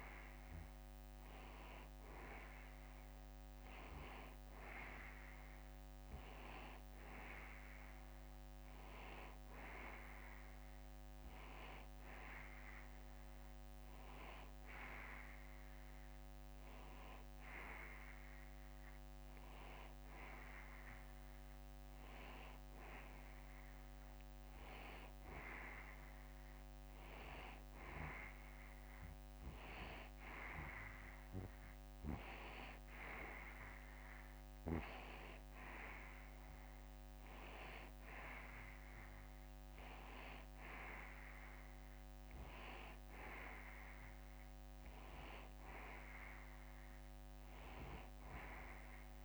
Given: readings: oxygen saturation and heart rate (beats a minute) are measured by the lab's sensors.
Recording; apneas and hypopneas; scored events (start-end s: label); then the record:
breathing in sleep by a microphone on the trachea; none
none scored
From the record:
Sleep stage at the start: N2 (light sleep); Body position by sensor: on the back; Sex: male